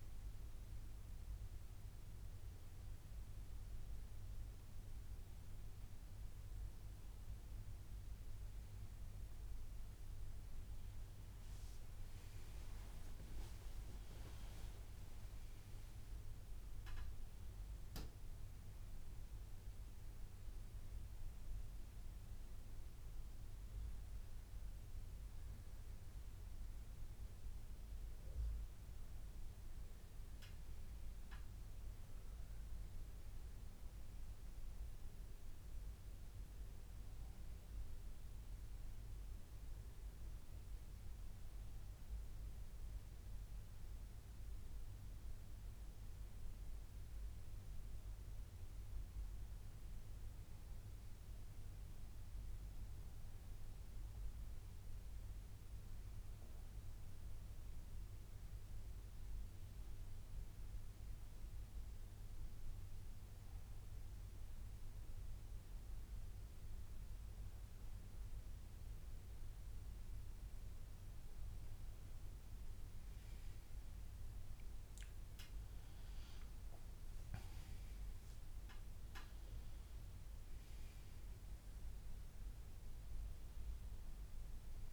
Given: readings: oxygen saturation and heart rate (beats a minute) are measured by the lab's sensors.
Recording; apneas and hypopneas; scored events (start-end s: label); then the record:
a person awake in a sleep study, hard to hear, by a room microphone; none
16.50-76.50 s: new sleep stage, awake
76.50-84.93 s: new sleep stage, N1 (lightest sleep)
83.50-84.93 s: oxygen desaturation (device-marked, oxygen 96% before, 93% lowest, heart rate 131 before, 139 extreme)
From the record:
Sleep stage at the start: N1 (lightest sleep); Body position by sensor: on the back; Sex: male